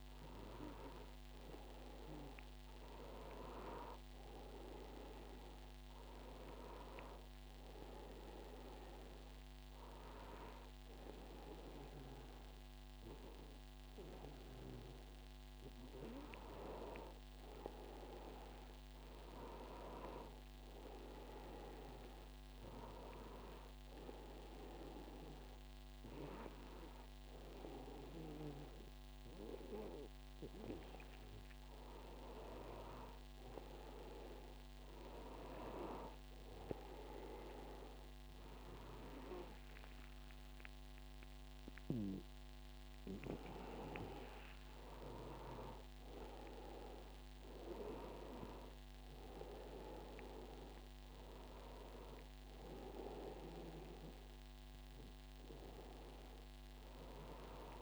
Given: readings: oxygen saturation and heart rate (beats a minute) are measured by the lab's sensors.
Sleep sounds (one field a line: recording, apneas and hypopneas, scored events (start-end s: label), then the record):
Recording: breathing in sleep by a microphone on the trachea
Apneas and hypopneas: 1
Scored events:
24.00-34.00 s: hypopnea (oxygen 96% before, 94% lowest, heart rate 97 before, 94 extreme, up 3 after)
36.00-39.50 s: arousal
From the record:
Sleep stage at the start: N2 (light sleep)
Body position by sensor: on the back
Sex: male